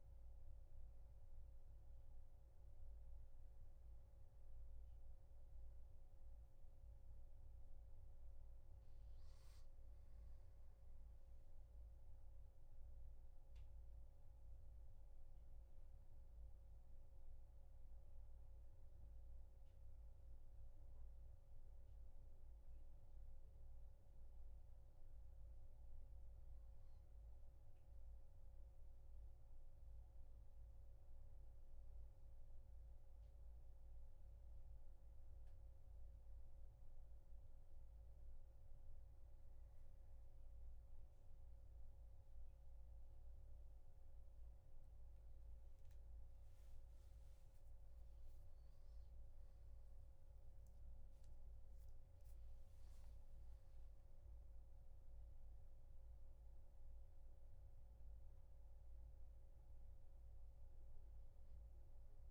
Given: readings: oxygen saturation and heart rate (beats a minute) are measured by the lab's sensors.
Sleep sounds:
breathing in sleep, hard to hear, by a room microphone; none
none scored
From the record:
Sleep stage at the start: N1 (lightest sleep); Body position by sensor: on the back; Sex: male

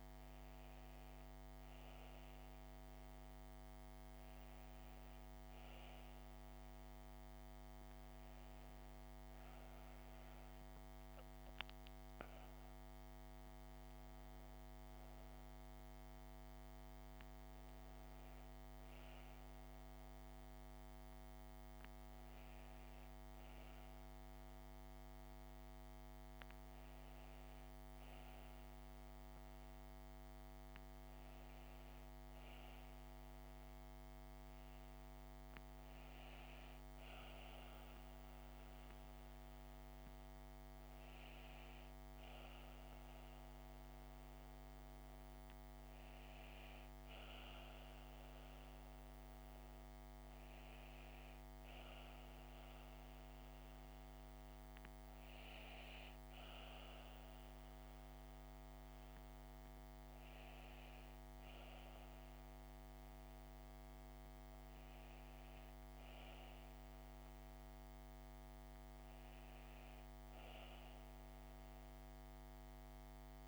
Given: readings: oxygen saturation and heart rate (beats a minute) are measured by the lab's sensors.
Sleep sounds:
breathing in sleep, hard to hear, by a microphone on the trachea; none
12.00-16.50 s: arousal
From the record:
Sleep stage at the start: N2 (light sleep); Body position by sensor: on the back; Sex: female

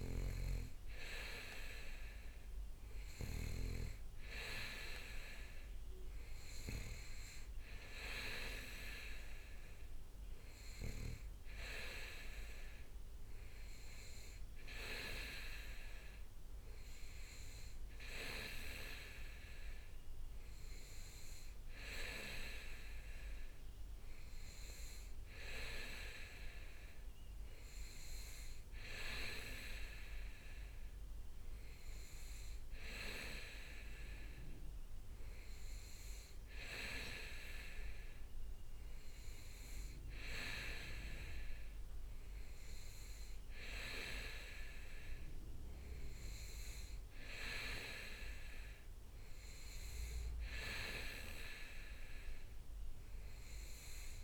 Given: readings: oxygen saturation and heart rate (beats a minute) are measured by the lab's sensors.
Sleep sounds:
breathing in sleep by a room microphone; none
7.00-11.50 s: leg movement (device-marked)
19.00-21.50 s: leg movement (device-marked)
24.00-26.00 s: leg movement (device-marked)
28.50-38.50 s: leg movement (device-marked)
40.00-44.00 s: leg movement (device-marked)
From the record:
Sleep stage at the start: N2 (light sleep); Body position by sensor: on the back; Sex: male

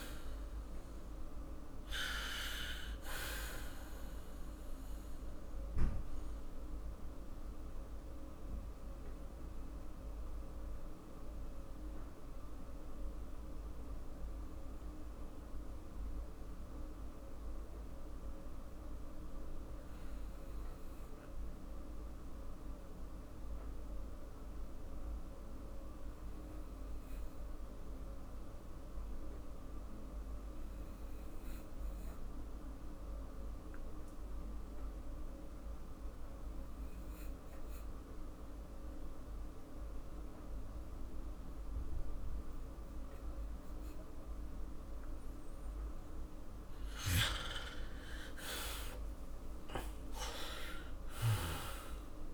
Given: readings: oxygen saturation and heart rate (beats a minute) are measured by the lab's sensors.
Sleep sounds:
breathing in sleep by a room microphone; 1
5.50-45.00 s: mixed apnea (oxygen 98% before, 91% lowest, heart rate 53 before, 45 extreme, up 13 after)
35.50-52.34 s: oxygen desaturation (device-marked, oxygen 98% before, 91% lowest, heart rate 48 before, 45 extreme)
46.50-51.50 s: arousal
From the record:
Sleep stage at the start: N2 (light sleep); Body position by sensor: on the back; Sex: male

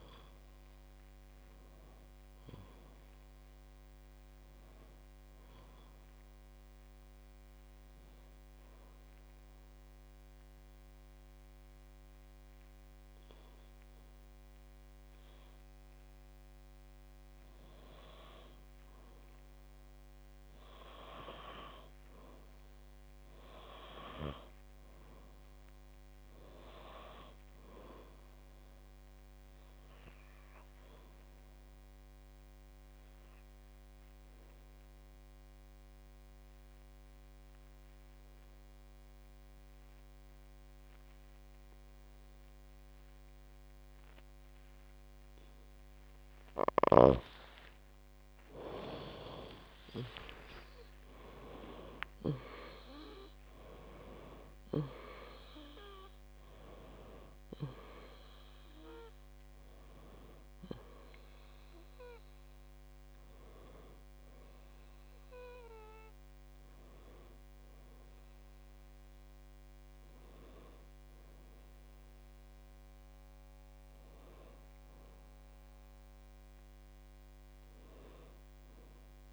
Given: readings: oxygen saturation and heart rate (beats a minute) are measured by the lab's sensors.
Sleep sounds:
breathing in sleep by a microphone on the trachea; 2
7.50-17.50 s: obstructive apnea (oxygen 96% before, 90% lowest, heart rate 60 before, 50 extreme, up 8 after)
19.50-24.00 s: arousal
31.50-47.00 s: obstructive apnea (oxygen 97% before, 90% lowest, heart rate 56 before, 52 extreme, up 27 after)
48.50-53.50 s: arousal
53.50-79.33 s: oxygen desaturation (device-marked, oxygen 96% before, 90% lowest, heart rate 59 before, 55 extreme)
From the record:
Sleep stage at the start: N2 (light sleep); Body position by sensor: on the back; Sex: female

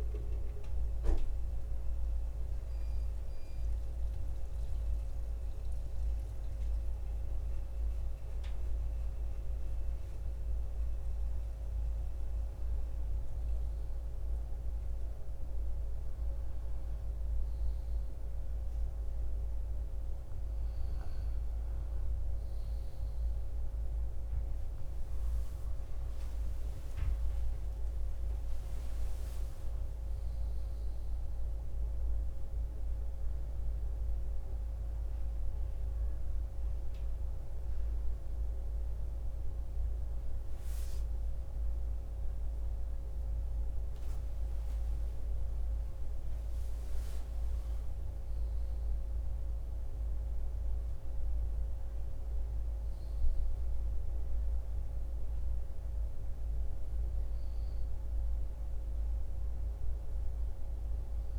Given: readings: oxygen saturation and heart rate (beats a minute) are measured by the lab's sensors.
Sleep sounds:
a person awake in a sleep study, hard to hear, by a room microphone; none
36.00-39.00 s: oxygen desaturation (device-marked, oxygen 98% before, 94% lowest, heart rate 47 before, 34 extreme)
From the record:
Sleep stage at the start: awake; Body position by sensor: on the back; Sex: male

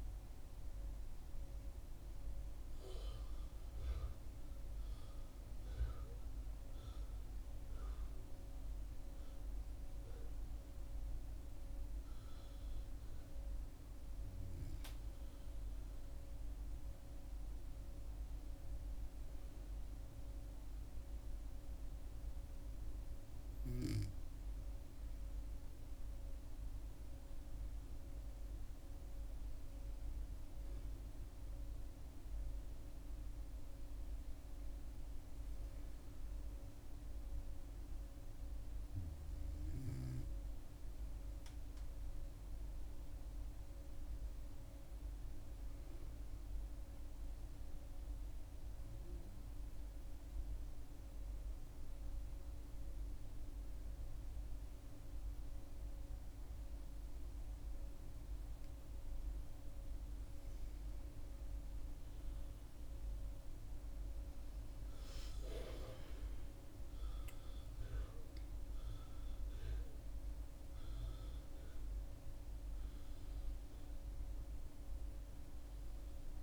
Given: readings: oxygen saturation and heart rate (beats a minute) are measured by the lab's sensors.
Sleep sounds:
breathing in sleep, hard to hear, by a room microphone; 1
5.50-9.50 s: arousal
36.50-41.00 s: arousal
47.00-60.00 s: obstructive apnea (oxygen 96% before, 91% lowest, heart rate 69 before, 69 extreme, up 6 after)
62.00-66.50 s: arousal
63.00-75.00 s: oxygen desaturation (device-marked, oxygen 96% before, 91% lowest, heart rate 70 before, 70 extreme)
From the record:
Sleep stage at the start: N2 (light sleep); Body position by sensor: on the back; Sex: female

